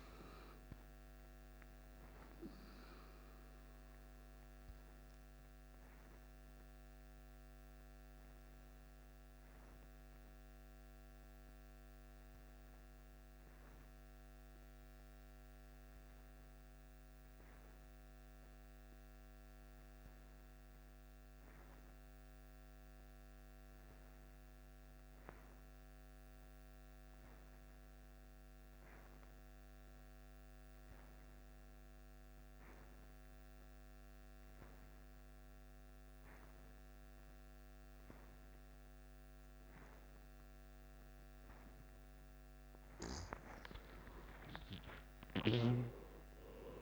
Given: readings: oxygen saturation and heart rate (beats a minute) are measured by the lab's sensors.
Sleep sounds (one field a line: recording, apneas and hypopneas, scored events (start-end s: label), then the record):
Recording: breathing in sleep by a microphone on the trachea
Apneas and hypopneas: 1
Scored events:
0.00-17.00 s: oxygen desaturation (device-marked, oxygen 90% lowest, heart rate 49 extreme)
4.50-42.00 s: obstructive apnea (oxygen 96% before, 88% lowest, heart rate 60 before, 49 extreme, up 17 after)
39.00-46.82 s: oxygen desaturation (device-marked, oxygen 95% before, 88% lowest, heart rate 51 before, 52 extreme)
44.00-46.82 s: arousal
From the record:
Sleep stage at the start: N2 (light sleep)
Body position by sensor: on the left side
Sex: male